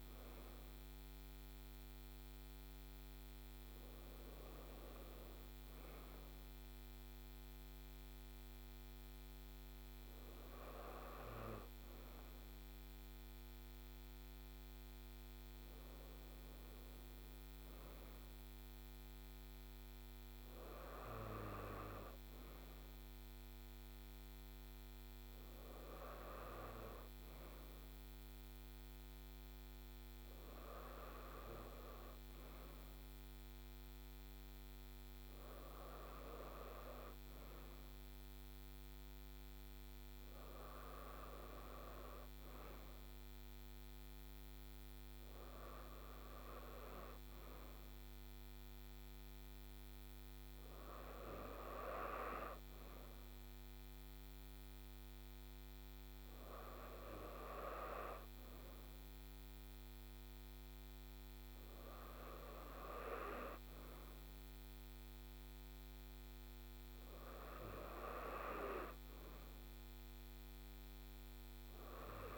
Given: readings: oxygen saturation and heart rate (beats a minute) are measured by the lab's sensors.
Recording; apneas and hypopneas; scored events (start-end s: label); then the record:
breathing in sleep by a microphone on the trachea; none
none scored
From the record:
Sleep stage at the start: N2 (light sleep); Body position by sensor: on the right side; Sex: female